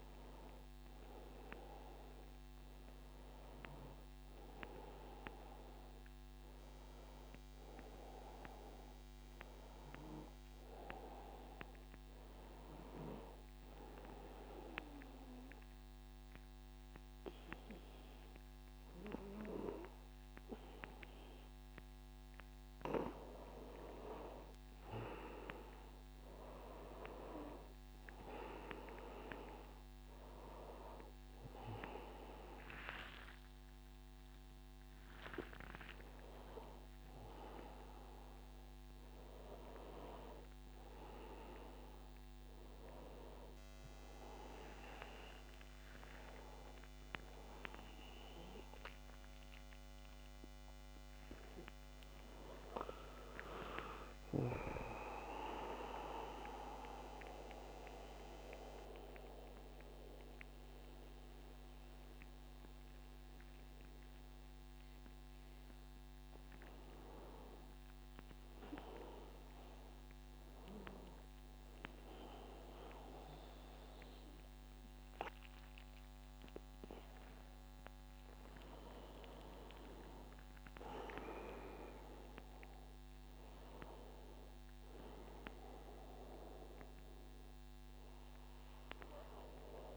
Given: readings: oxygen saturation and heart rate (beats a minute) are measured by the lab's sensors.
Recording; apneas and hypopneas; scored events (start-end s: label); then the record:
breathing in sleep by a microphone on the trachea; 2
13.50-24.50 s: obstructive apnea (oxygen 96% before, 92% lowest, heart rate 96 before, 88 extreme, up 7 after)
28.00-31.50 s: arousal
29.00-45.00 s: oxygen desaturation (device-marked, oxygen 95% before, 92% lowest, heart rate 92 before, 93 extreme)
52.50-56.00 s: arousal
57.50-67.50 s: mixed apnea (oxygen 97% before, 94% lowest, heart rate 95 before, 91 extreme, up 3 after)
80.00-89.97 s: new sleep stage, awake
From the record:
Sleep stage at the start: N1 (lightest sleep); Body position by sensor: on the back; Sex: male